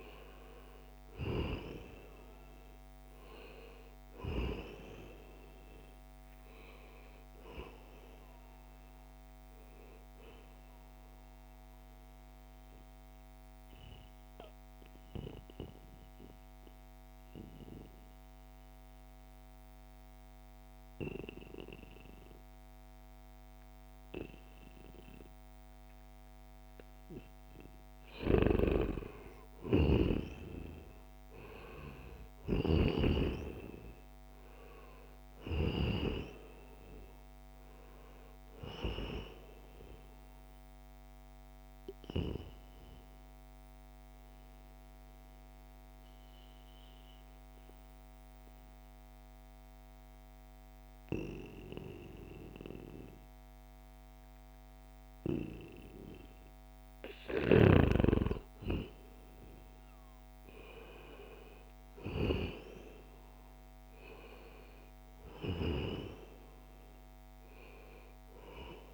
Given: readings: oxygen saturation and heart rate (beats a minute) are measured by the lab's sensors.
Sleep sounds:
breathing in sleep by a microphone on the trachea; 2
0.00-1.50 s: arousal
3.00-17.00 s: oxygen desaturation (device-marked, oxygen 93% before, 89% lowest, heart rate 73 before, 72 extreme)
10.00-26.00 s: obstructive apnea (oxygen 93% before, 88% lowest, heart rate 74 before, 72 extreme, up 3 after)
27.50-32.50 s: snoring (device-marked)
28.50-33.00 s: arousal
33.00-49.00 s: oxygen desaturation (device-marked, oxygen 94% before, 88% lowest, heart rate 73 before, 70 extreme)
39.50-57.00 s: mixed apnea (oxygen 94% before, 88% lowest, heart rate 74 before, 70 extreme, up 3 after)
49.00-68.94 s: new sleep stage, N2 (light sleep)
59.00-63.00 s: arousal
64.00-68.94 s: oxygen desaturation (device-marked, oxygen 95% before, 91% lowest, heart rate 72 before, 73 extreme)
From the record:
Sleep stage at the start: N1 (lightest sleep); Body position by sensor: on the back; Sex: male

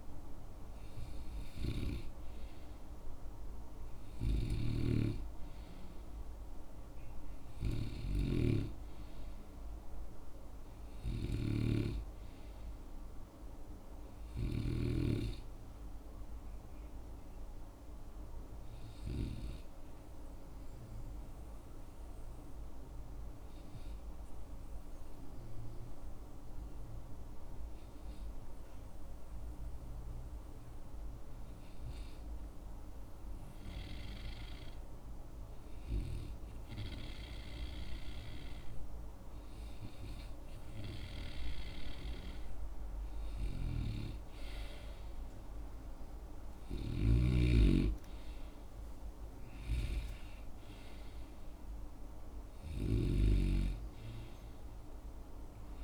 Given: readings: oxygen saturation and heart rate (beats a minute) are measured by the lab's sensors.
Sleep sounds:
breathing in sleep by a room microphone; 1
4.00-15.00 s: snoring (device-marked)
17.00-35.00 s: hypopnea (oxygen 95% before, 93% lowest)
38.00-41.00 s: arousal
46.50-55.84 s: snoring (device-marked)
From the record:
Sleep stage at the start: N2 (light sleep); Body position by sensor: on the right side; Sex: male

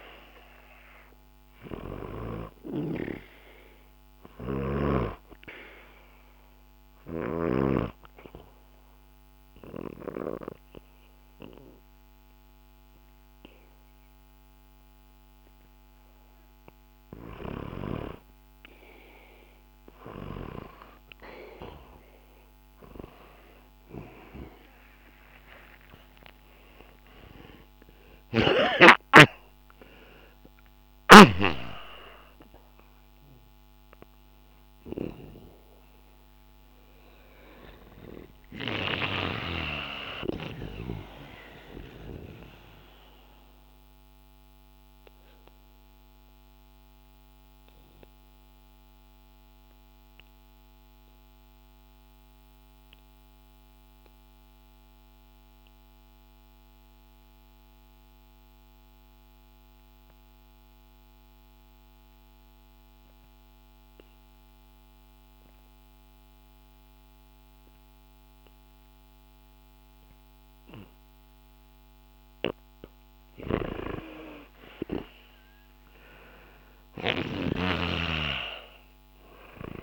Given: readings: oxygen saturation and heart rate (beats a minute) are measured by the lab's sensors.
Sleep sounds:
breathing in sleep by a microphone on the trachea; 2
0.00-17.50 s: oxygen desaturation (device-marked, oxygen 88% lowest, heart rate 68 extreme)
4.00-7.50 s: snoring (device-marked)
4.00-18.00 s: obstructive apnea (oxygen 98% before, 88% lowest, heart rate 67 before, 68 extreme, up 2 after)
25.00-30.50 s: arousal
40.50-72.50 s: obstructive apnea (oxygen 98% before, 88% lowest, heart rate 81 before, 61 extreme, up 6 after)
69.50-79.83 s: oxygen desaturation (device-marked, oxygen 98% before, 88% lowest, heart rate 65 before, 63 extreme)
73.00-77.50 s: snoring (device-marked)
74.50-78.50 s: arousal
From the record:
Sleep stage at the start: N2 (light sleep); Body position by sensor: on the back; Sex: male

